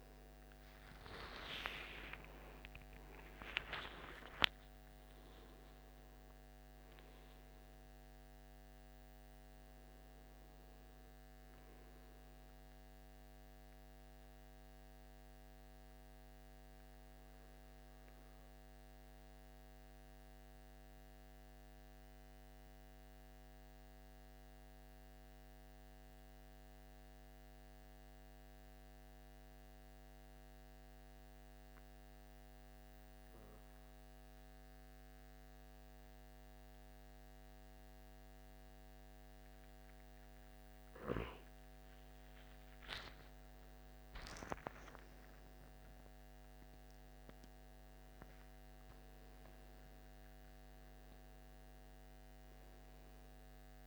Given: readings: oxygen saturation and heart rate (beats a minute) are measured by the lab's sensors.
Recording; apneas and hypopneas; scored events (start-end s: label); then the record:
breathing in sleep by a microphone on the trachea; 1
0.00-2.50 s: arousal
0.00-19.00 s: oxygen desaturation (device-marked, oxygen 91% lowest)
14.50-40.50 s: mixed apnea (oxygen 96% before, 92% lowest)
42.00-46.00 s: arousal
44.00-53.87 s: oxygen desaturation (device-marked, oxygen 96% before, 92% lowest)
From the record:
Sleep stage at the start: N2 (light sleep); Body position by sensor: on the back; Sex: male